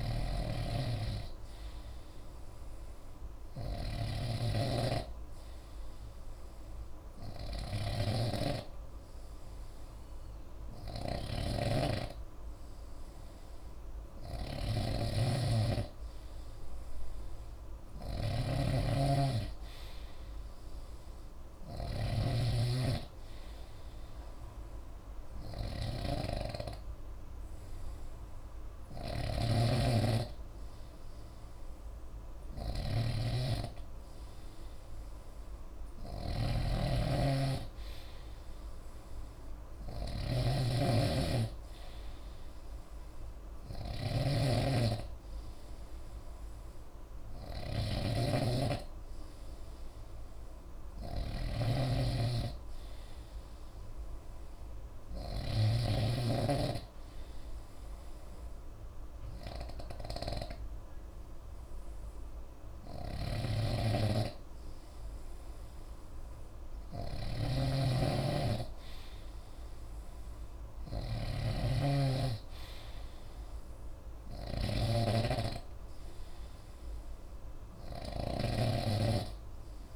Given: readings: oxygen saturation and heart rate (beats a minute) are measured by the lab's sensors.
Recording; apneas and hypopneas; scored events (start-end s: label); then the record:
breathing in sleep by a room microphone; none
0.00-79.96 s: snoring (device-marked)
From the record:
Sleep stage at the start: N3 (deep sleep); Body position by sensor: on the right side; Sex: male